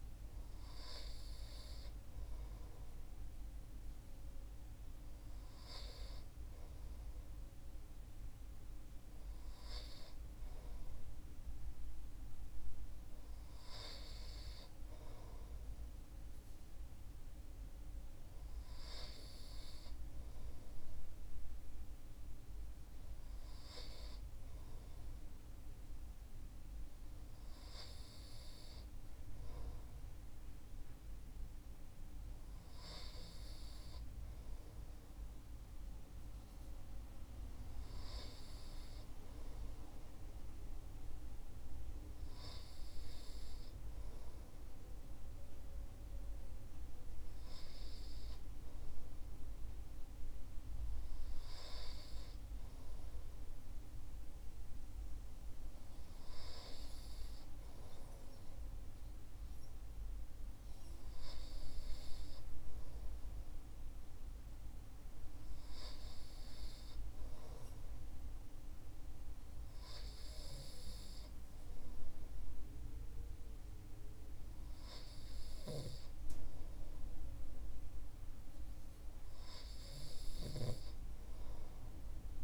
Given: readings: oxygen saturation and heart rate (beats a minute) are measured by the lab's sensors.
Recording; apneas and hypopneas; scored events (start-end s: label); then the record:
breathing in sleep, hard to hear, by a room microphone; none
none scored
From the record:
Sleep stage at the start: N2 (light sleep); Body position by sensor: on the right side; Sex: male